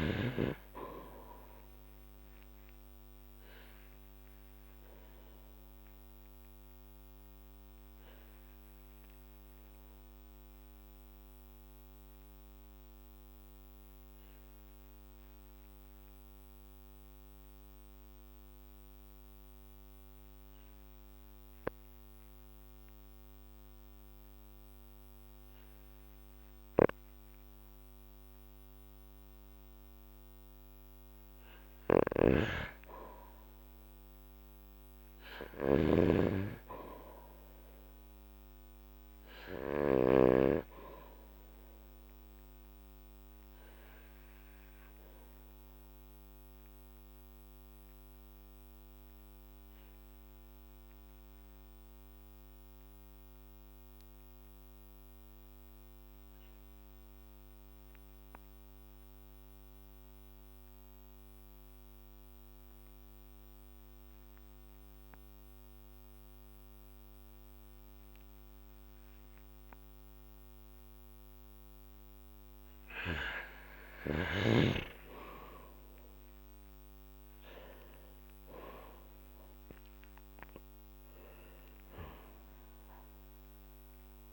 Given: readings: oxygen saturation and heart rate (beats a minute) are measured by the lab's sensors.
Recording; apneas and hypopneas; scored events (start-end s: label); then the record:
breathing in sleep by a microphone on the trachea; 2
5.50-30.50 s: obstructive apnea (oxygen 97% before, 93% lowest, heart rate 55 before, 45 extreme, up 9 after)
31.50-40.00 s: snoring (device-marked)
33.50-37.00 s: arousal
44.00-71.50 s: obstructive apnea (oxygen 97% before, 93% lowest, heart rate 53 before, 48 extreme, up 9 after)
62.50-76.50 s: oxygen desaturation (device-marked, oxygen 97% before, 93% lowest, heart rate 52 before, 50 extreme)
74.50-79.50 s: arousal
From the record:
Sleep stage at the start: N2 (light sleep); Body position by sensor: on the back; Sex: male